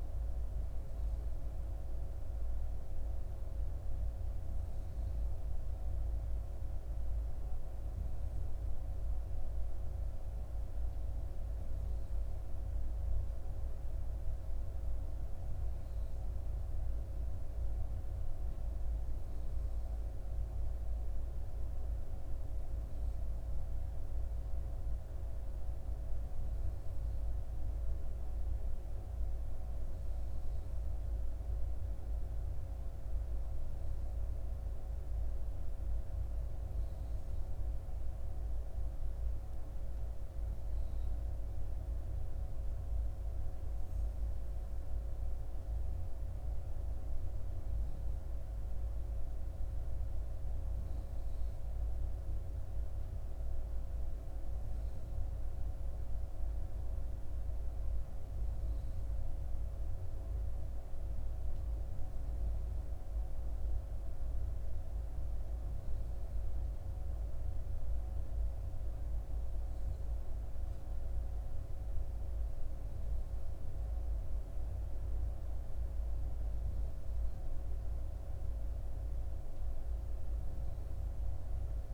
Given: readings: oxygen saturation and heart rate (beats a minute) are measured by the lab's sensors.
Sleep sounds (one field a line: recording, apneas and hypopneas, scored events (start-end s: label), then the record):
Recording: breathing in sleep, hard to hear, by a room microphone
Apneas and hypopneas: none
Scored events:
none scored
From the record:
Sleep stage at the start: N3 (deep sleep)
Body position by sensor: on the back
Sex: female